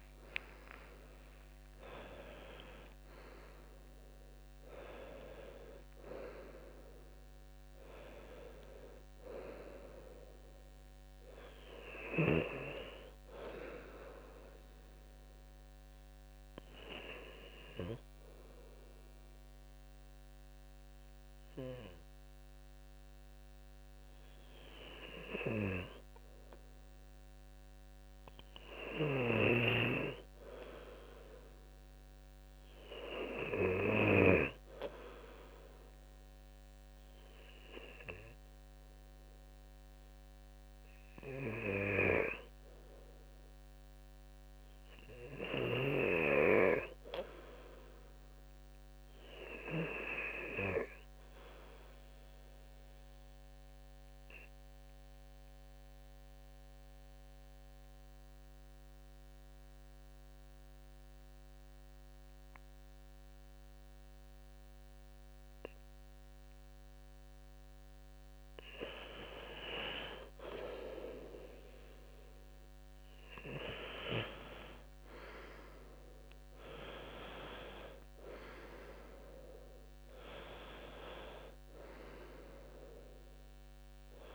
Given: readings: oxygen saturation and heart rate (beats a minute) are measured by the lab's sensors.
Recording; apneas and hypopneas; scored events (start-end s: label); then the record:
breathing in sleep by a microphone on the trachea; 2
0.00-30.00 s: oxygen desaturation (device-marked, oxygen 79% lowest, heart rate 74 extreme)
15.00-27.00 s: obstructive apnea (oxygen 98% before, 79% lowest, heart rate 81 before, 74 extreme, up 3 after)
15.00-84.35 s: new sleep stage, REM sleep
29.50-33.00 s: arousal
51.00-67.50 s: obstructive apnea (oxygen 97% before, 87% lowest, heart rate 78 before, 72 extreme, up 1 after)
58.00-72.00 s: oxygen desaturation (device-marked, oxygen 94% before, 91% lowest, heart rate 78 before, 72 extreme)
70.50-74.50 s: arousal
From the record:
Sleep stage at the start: N2 (light sleep); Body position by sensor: on the left side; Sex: male